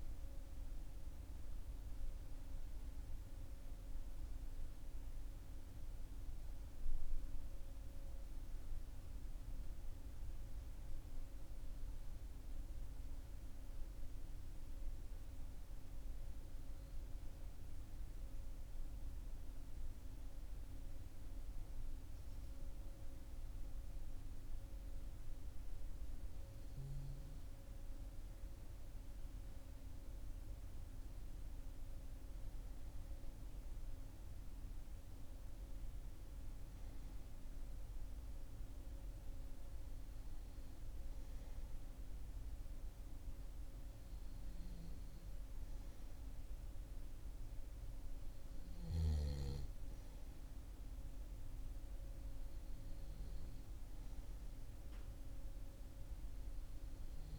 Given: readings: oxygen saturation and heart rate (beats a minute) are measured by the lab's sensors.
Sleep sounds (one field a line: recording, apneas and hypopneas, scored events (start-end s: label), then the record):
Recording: breathing in sleep, hard to hear, by a room microphone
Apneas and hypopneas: 1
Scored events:
11.50-30.50 s: hypopnea (oxygen 96% before, 93% lowest, heart rate 40 before, 40 extreme, up 1 after)
32.00-35.00 s: arousal
48.50-57.39 s: oxygen desaturation (device-marked, oxygen 96% before, 93% lowest, heart rate 41 before, 39 extreme)
From the record:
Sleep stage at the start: N2 (light sleep)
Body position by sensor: on the back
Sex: male